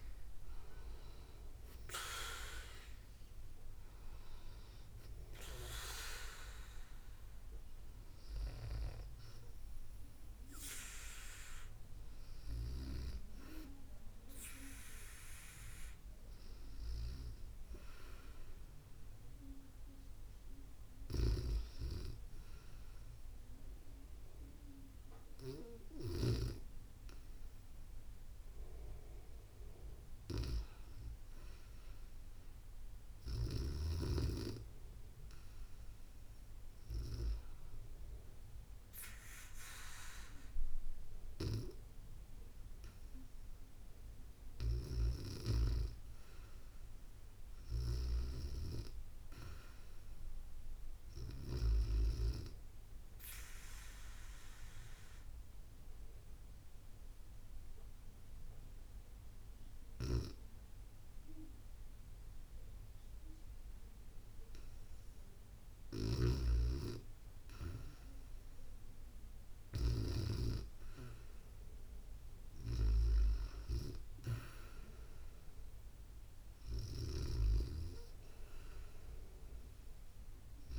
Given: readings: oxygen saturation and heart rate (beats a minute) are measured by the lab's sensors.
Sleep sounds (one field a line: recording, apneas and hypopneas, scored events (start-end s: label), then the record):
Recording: breathing in sleep by a room microphone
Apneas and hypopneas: 1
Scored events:
48.00-54.00 s: bradycardia (device-marked, heart rate 70 before, 57 extreme)
52.50-63.00 s: obstructive apnea (oxygen 98% before, 93% lowest, heart rate 67 before, 63 extreme, up 9 after)
59.00-65.50 s: snoring (device-marked)
65.00-68.50 s: arousal
From the record:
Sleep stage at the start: REM sleep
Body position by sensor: on the back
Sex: female